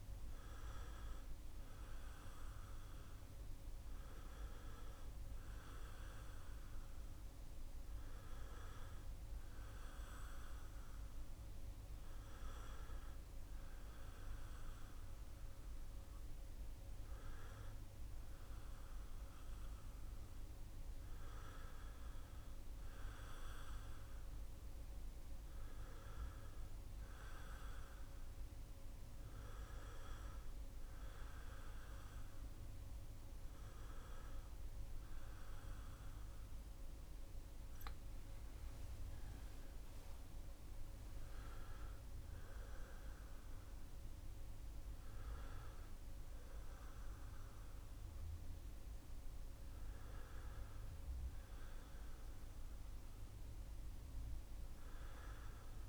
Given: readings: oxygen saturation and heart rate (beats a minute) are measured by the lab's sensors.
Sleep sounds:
breathing in sleep, hard to hear, by a room microphone; none
none scored
From the record:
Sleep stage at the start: N2 (light sleep); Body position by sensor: on the back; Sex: male

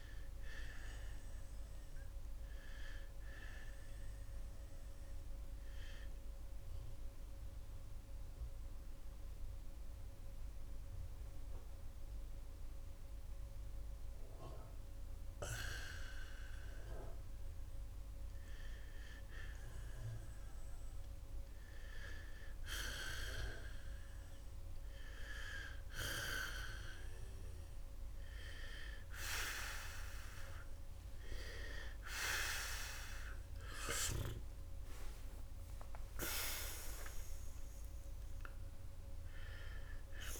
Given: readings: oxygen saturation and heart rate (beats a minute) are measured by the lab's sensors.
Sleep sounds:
breathing in sleep by a room microphone; 1
6.00-21.00 s: mixed apnea (oxygen 91% before, 87% lowest)
31.00-35.50 s: arousal
38.50-40.40 s: oxygen desaturation (device-marked, oxygen 92% before, 88% lowest)
From the record:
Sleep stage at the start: N1 (lightest sleep); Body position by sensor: on the right side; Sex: male

